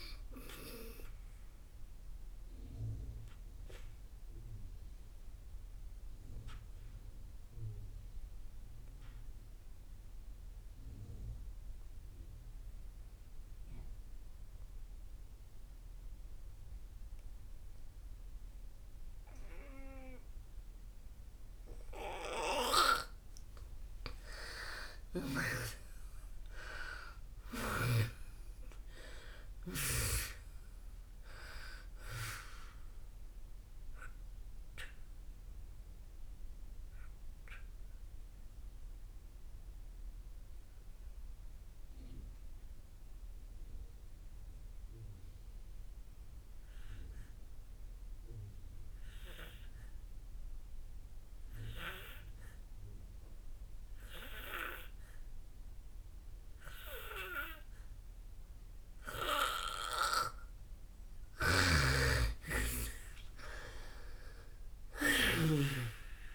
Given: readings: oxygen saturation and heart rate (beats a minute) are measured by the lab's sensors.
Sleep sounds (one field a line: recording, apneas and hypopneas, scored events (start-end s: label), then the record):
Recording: breathing in sleep by a room microphone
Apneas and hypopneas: 2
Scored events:
0.00-24.00 s: oxygen desaturation (device-marked, oxygen 87% lowest, heart rate 54 extreme)
1.50-23.50 s: mixed apnea (oxygen 99% before, 86% lowest, heart rate 66 before, 54 extreme, up 8 after)
25.00-30.00 s: arousal
34.00-60.50 s: obstructive apnea (oxygen 98% before, 86% lowest, heart rate 60 before, 54 extreme, up 13 after)
37.00-56.00 s: oxygen desaturation (device-marked, oxygen 97% before, 86% lowest, heart rate 62 before, 54 extreme)
61.50-66.00 s: arousal
61.50-66.00 s: snoring (device-marked)
64.00-66.35 s: oxygen desaturation (device-marked, oxygen 99% before, 86% lowest, heart rate 58 before, 55 extreme)
From the record:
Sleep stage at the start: N2 (light sleep)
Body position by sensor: on the back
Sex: female